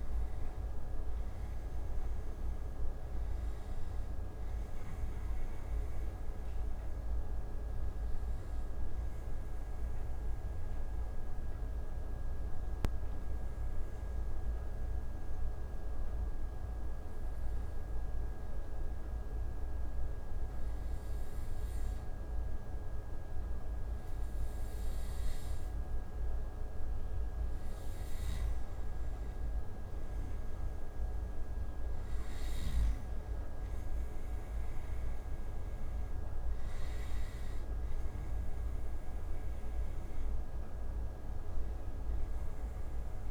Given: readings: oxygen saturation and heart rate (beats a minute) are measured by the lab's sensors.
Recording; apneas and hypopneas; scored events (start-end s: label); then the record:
breathing in sleep, hard to hear, by a room microphone; 1
2.50-26.50 s: oxygen desaturation (device-marked, oxygen 96% before, 92% lowest)
10.00-25.00 s: obstructive apnea (oxygen 96% before, 91% lowest)
26.50-29.00 s: arousal
From the record:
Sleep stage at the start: N2 (light sleep); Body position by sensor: on the right side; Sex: male